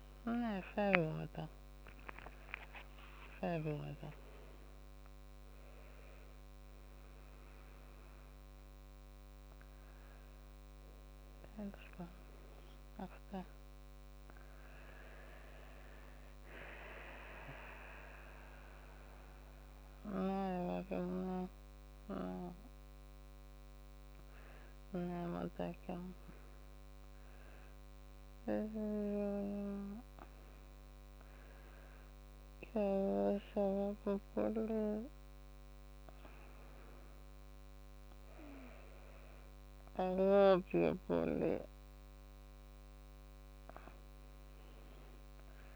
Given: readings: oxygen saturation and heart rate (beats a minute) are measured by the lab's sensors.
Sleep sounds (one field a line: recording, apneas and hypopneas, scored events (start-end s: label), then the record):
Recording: a person awake in a sleep study, by a microphone on the trachea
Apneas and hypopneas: none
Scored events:
20.00-25.00 s: snoring (device-marked)
From the record:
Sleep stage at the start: awake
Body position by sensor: on the back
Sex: female